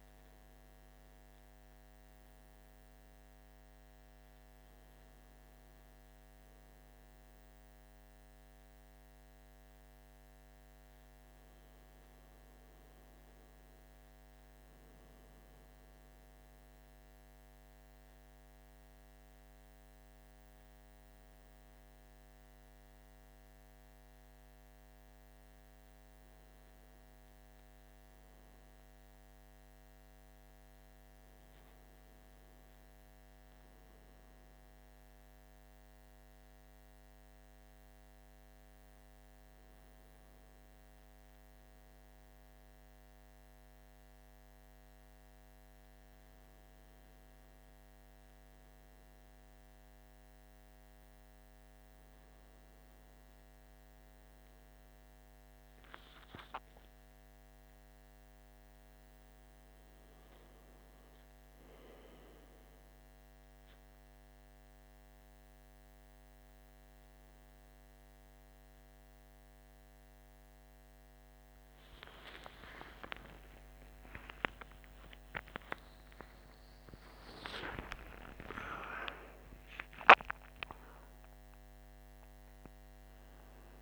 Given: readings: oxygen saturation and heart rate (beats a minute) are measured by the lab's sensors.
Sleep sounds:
a person awake in a sleep study, by a microphone on the trachea; none
none scored
From the record:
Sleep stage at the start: awake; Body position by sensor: on the right side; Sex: male

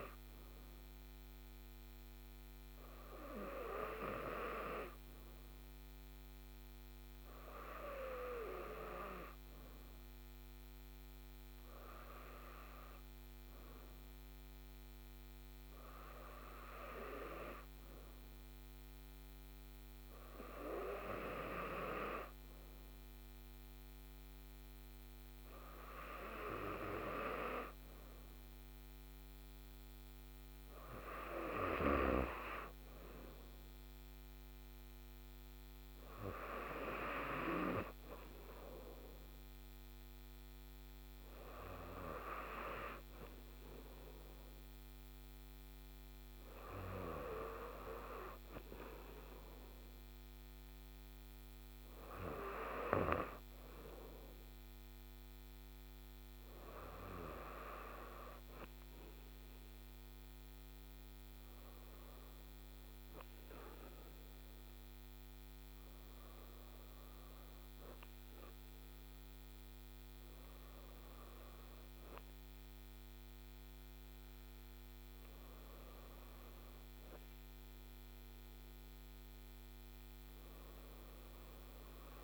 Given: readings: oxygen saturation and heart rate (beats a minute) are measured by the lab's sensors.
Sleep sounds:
breathing in sleep by a microphone on the trachea; none
none scored
From the record:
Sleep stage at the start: N2 (light sleep); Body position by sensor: on the right side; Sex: female

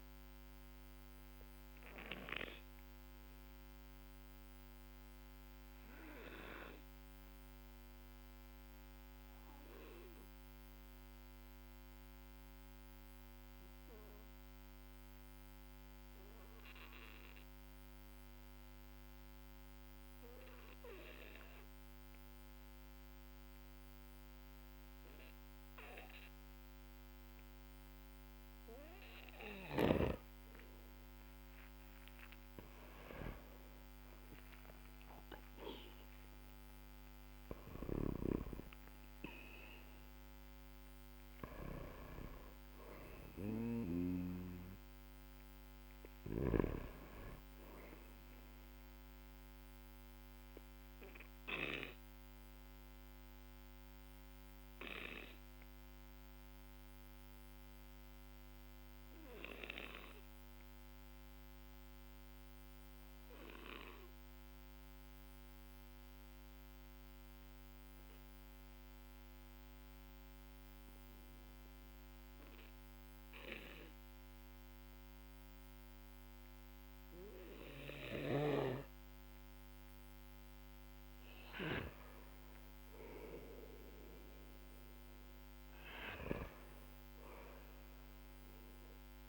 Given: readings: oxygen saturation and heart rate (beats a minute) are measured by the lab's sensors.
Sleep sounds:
breathing in sleep by a microphone on the trachea; 2
0.00-18.50 s: oxygen desaturation (device-marked, oxygen 94% lowest, heart rate 45 extreme)
1.00-31.50 s: obstructive apnea (oxygen 99% before, 94% lowest, heart rate 51 before, 43 extreme, up 15 after)
32.50-36.50 s: arousal
35.50-66.50 s: oxygen desaturation (device-marked, oxygen 99% before, 94% lowest, heart rate 53 before, 43 extreme)
37.50-43.50 s: snoring (device-marked)
50.00-82.00 s: obstructive apnea (oxygen 99% before, 94% lowest, heart rate 54 before, 45 extreme, up 13 after)
83.50-87.50 s: arousal
From the record:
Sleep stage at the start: N2 (light sleep); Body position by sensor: on the back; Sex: male

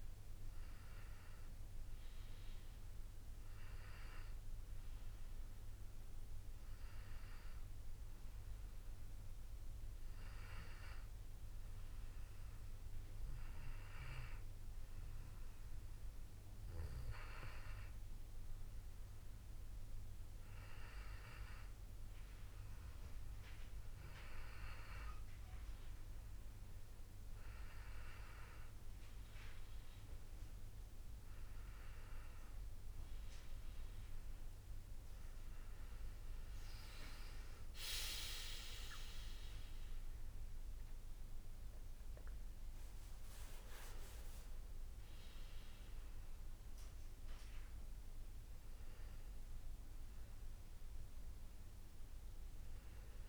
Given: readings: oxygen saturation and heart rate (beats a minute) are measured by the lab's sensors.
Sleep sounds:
breathing in sleep by a room microphone; none
38.50-42.00 s: arousal
From the record:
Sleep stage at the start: N2 (light sleep); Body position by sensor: on the back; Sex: male

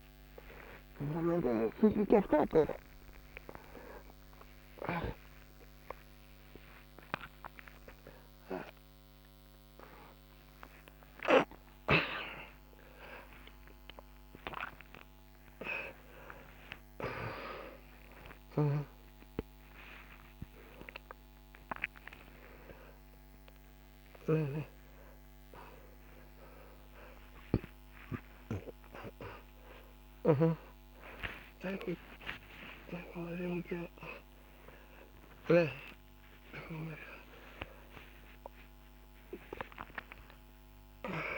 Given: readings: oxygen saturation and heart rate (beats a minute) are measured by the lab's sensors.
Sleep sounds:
a person awake in a sleep study, by a microphone on the trachea; none
none scored
From the record:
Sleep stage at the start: awake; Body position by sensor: upright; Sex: male

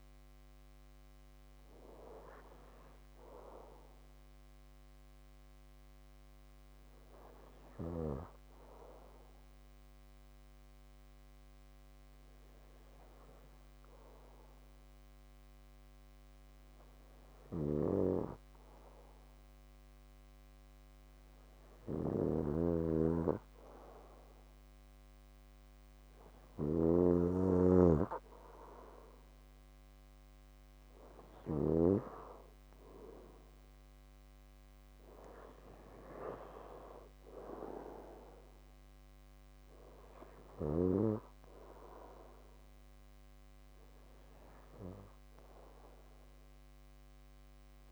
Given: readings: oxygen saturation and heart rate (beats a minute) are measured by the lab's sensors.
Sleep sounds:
breathing in sleep by a microphone on the trachea; 1
0.00-2.50 s: oxygen desaturation (device-marked, oxygen 92% lowest, heart rate 52 extreme)
5.00-20.00 s: hypopnea (oxygen 96% before, 92% lowest, heart rate 60 before, 54 extreme, up 4 after)
21.00-31.00 s: snoring (device-marked)
24.00-27.50 s: arousal
From the record:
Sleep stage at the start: N2 (light sleep); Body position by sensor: on the back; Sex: male

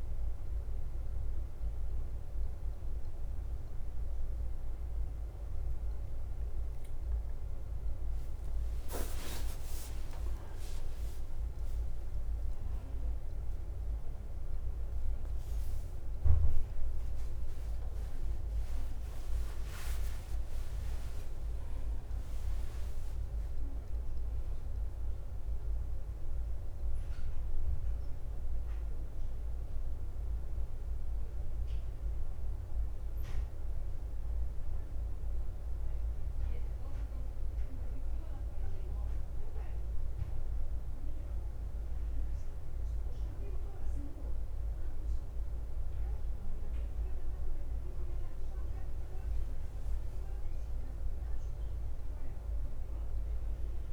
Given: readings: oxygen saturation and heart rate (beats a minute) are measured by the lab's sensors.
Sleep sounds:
breathing in sleep, hard to hear, by a room microphone; none
0.00-9.50 s: oxygen desaturation (device-marked, oxygen 92% lowest, heart rate 54 extreme)
2.50-4.50 s: long interval between heartbeats (device-marked, heart rate 63 before, 65 extreme)
3.50-6.50 s: bradycardia (device-marked, heart rate 59 before, 63 extreme)
7.50-11.00 s: arousal
9.50-11.50 s: long interval between heartbeats (device-marked, heart rate 63 before, 67 extreme)
32.50-34.50 s: long interval between heartbeats (device-marked, heart rate 63 before, 66 extreme)
41.50-43.50 s: bradycardia (device-marked, heart rate 59 before, 64 extreme)
41.50-53.93 s: new sleep stage, N2 (light sleep)
49.50-53.93 s: bradycardia (device-marked, heart rate 59 before, 56 extreme)
From the record:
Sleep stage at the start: N1 (lightest sleep); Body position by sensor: on the right side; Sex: male

